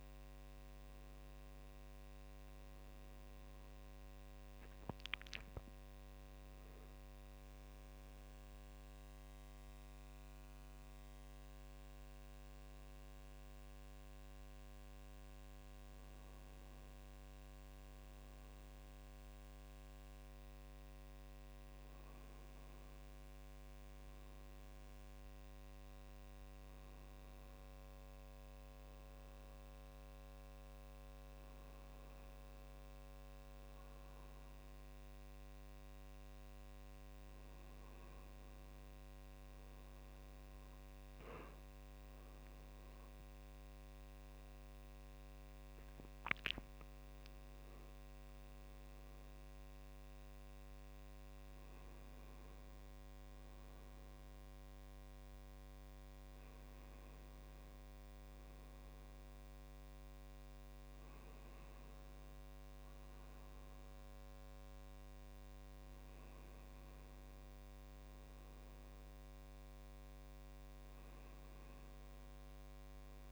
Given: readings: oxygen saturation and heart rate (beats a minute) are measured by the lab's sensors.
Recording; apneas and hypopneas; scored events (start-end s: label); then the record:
a person awake in a sleep study, hard to hear, by a microphone on the trachea; none
none scored
From the record:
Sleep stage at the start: awake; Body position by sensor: on the right side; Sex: male